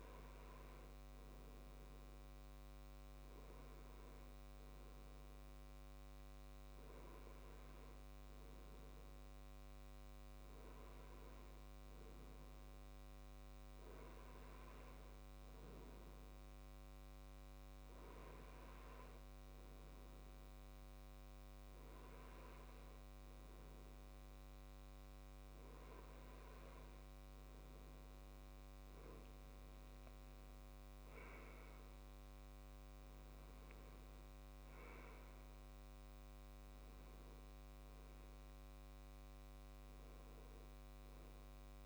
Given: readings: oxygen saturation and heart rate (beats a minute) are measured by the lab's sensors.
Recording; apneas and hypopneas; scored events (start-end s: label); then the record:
breathing in sleep, hard to hear, by a microphone on the trachea; none
none scored
From the record:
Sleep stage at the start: N3 (deep sleep); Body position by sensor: on the left side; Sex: male